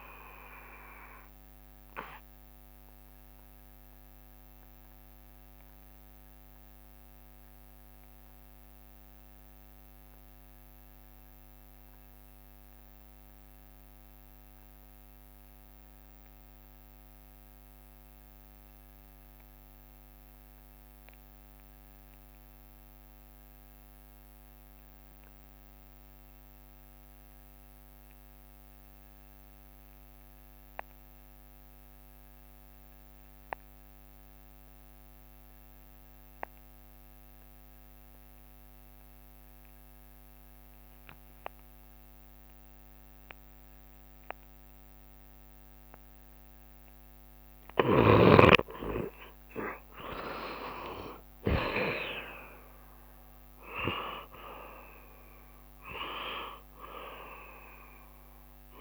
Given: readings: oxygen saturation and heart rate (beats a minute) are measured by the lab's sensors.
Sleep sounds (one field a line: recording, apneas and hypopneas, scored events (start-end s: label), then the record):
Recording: breathing in sleep by a microphone on the trachea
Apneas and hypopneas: 1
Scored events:
0.00-15.00 s: oxygen desaturation (device-marked, oxygen 76% lowest, heart rate 66 extreme)
4.50-46.00 s: obstructive apnea (oxygen 95% before, 74% lowest, heart rate 72 before, 66 extreme, up 4 after)
30.00-58.81 s: oxygen desaturation (device-marked, oxygen 93% before, 74% lowest, heart rate 67 before, 68 extreme)
47.50-51.00 s: arousal
From the record:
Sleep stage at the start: N2 (light sleep)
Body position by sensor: on the back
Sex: male